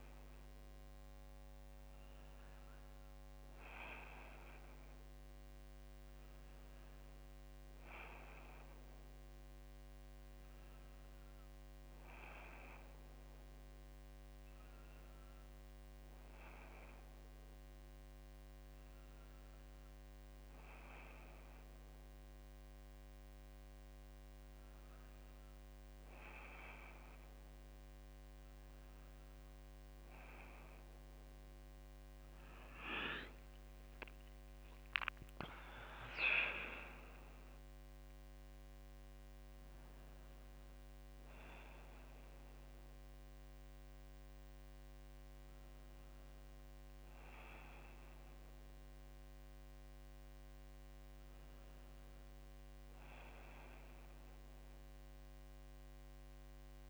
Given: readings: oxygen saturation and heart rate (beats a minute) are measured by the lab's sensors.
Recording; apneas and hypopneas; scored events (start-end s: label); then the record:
breathing in sleep by a microphone on the trachea; none
none scored
From the record:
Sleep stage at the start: N1 (lightest sleep); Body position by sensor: on the back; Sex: female